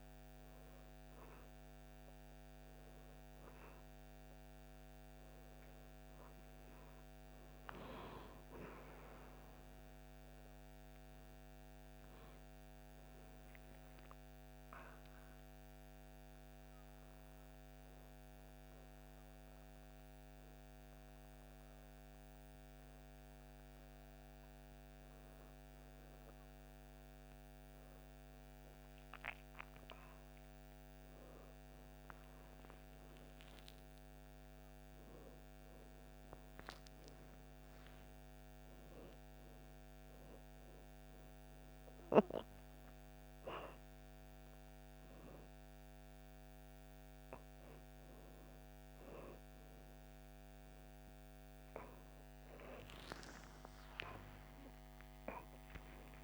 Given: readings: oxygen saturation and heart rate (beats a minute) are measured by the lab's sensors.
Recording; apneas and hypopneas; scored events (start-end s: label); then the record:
a person awake in a sleep study, by a microphone on the trachea; none
none scored
From the record:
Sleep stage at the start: awake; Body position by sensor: on the right side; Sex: female